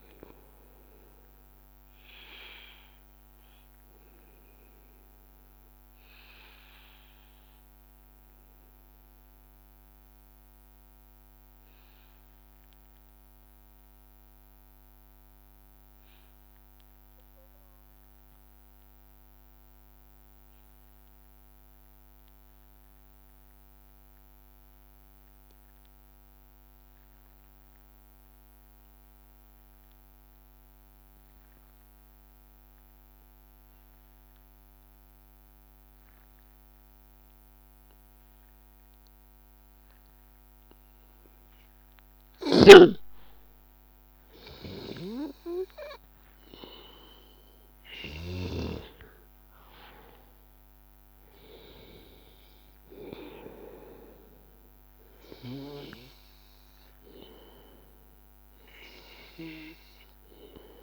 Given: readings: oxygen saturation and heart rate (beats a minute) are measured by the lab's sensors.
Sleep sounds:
breathing in sleep by a microphone on the trachea; 1
0.00-16.50 s: oxygen desaturation (device-marked, oxygen 93% lowest, heart rate 81 extreme)
2.50-42.50 s: obstructive apnea (oxygen 98% before, 92% lowest, heart rate 84 before, 81 extreme, up 2 after)
37.50-60.83 s: oxygen desaturation (device-marked, oxygen 98% before, 92% lowest, heart rate 83 before, 72 extreme)
44.00-48.50 s: arousal
From the record:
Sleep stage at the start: N2 (light sleep); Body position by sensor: on the back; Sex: male

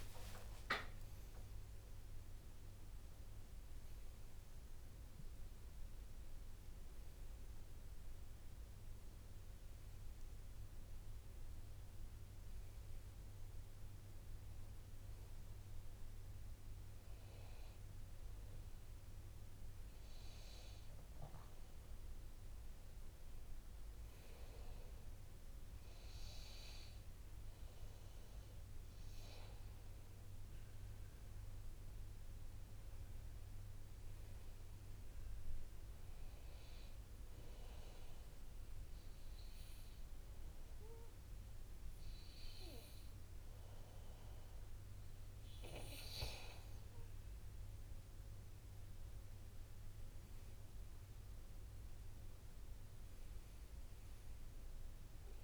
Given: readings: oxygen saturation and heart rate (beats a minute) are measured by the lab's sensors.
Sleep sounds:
a person partly awake in a sleep study, by a room microphone; 1
0.00-1.00 s: long interval between heartbeats (device-marked, heart rate 83 extreme)
0.50-2.50 s: tachycardia (device-marked, heart rate 66 before, 99 extreme)
1.50-3.50 s: long interval between heartbeats (device-marked, heart rate 82 before, 99 extreme)
13.50-43.50 s: new sleep stage, N1 (lightest sleep)
37.50-47.50 s: obstructive apnea (oxygen 98% before, 94% lowest, heart rate 63 before, 61 extreme, up 5 after)
43.50-55.44 s: new sleep stage, N2 (light sleep)
49.00-52.50 s: arousal
From the record:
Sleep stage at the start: awake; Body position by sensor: on the back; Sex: male

